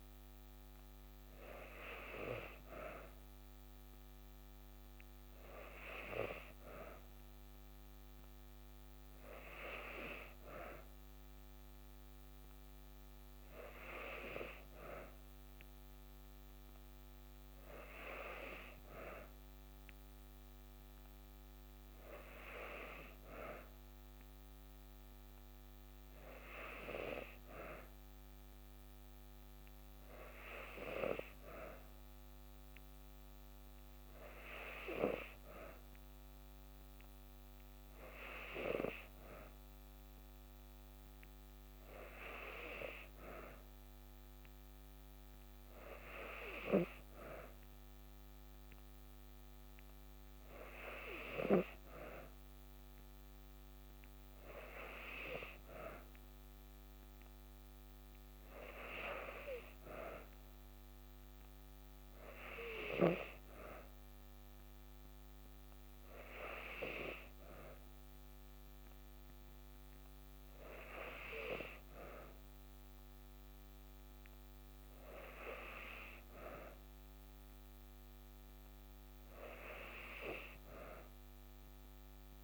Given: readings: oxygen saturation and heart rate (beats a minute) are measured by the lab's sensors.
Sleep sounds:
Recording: breathing in sleep by a microphone on the trachea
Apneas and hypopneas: none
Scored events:
none scored
From the record:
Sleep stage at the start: N2 (light sleep)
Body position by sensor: on the back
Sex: female

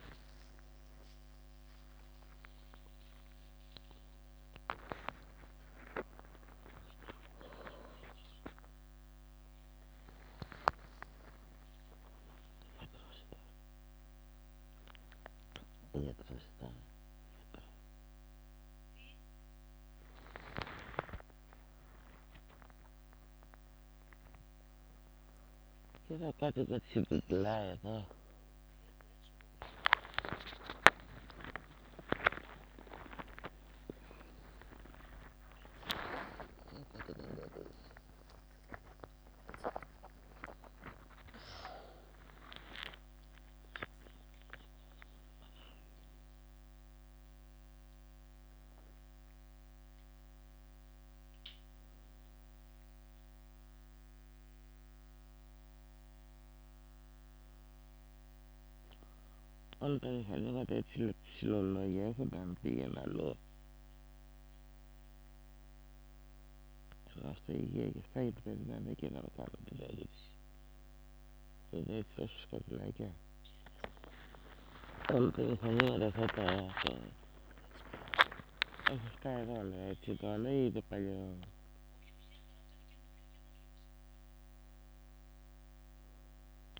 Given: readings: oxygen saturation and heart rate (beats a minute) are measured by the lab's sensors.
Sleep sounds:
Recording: a person awake in a sleep study, by a microphone on the trachea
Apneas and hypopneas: none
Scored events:
0.00-2.00 s: long interval between heartbeats (device-marked, heart rate 73 before, 102 extreme)
0.00-2.00 s: tachycardia (device-marked, heart rate 104 extreme)
0.00-5.00 s: leg movement (device-marked)
0.00-7.00 s: oxygen desaturation (device-marked, oxygen 94% lowest, heart rate 73 extreme)
8.00-14.00 s: tachycardia (device-marked, heart rate 75 before, 128 extreme)
10.50-12.50 s: long interval between heartbeats (device-marked, heart rate 84 before, 99 extreme)
12.50-14.50 s: long interval between heartbeats (device-marked, heart rate 87 before, 128 extreme)
14.00-18.00 s: leg movement (device-marked)
20.50-22.50 s: long interval between heartbeats (device-marked, heart rate 101 before, 94 extreme)
29.00-36.00 s: tachycardia (device-marked, heart rate 76 before, 110 extreme)
36.00-38.00 s: long interval between heartbeats (device-marked, heart rate 91 before, 116 extreme)
36.50-38.50 s: leg movement (device-marked)
39.00-40.00 s: leg movement (device-marked)
43.00-48.00 s: tachycardia (device-marked, heart rate 77 before, 106 extreme)
45.00-49.50 s: leg movement (device-marked)
45.50-47.50 s: long interval between heartbeats (device-marked, heart rate 93 before, 93 extreme)
51.50-55.00 s: leg movement (device-marked)
60.50-64.00 s: leg movement (device-marked)
75.00-81.00 s: tachycardia (device-marked, heart rate 77 before, 115 extreme)
75.50-84.50 s: leg movement (device-marked)
76.00-78.00 s: long interval between heartbeats (device-marked, heart rate 74 before, 95 extreme)
78.00-80.00 s: long interval between heartbeats (device-marked, heart rate 77 before, 106 extreme)
82.00-84.00 s: long interval between heartbeats (device-marked, heart rate 85 before, 104 extreme)
85.50-86.50 s: leg movement (device-marked)
From the record:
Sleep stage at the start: awake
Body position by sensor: on the back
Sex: female

